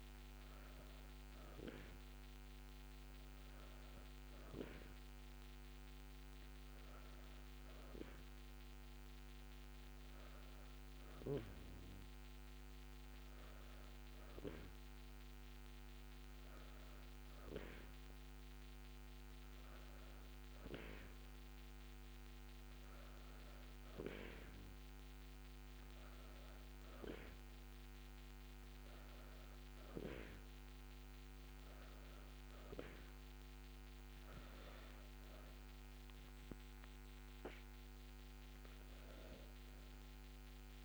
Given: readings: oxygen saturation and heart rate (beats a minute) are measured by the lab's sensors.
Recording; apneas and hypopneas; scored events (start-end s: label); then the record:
breathing in sleep by a microphone on the trachea; none
none scored
From the record:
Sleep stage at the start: N2 (light sleep); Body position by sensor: on the back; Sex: female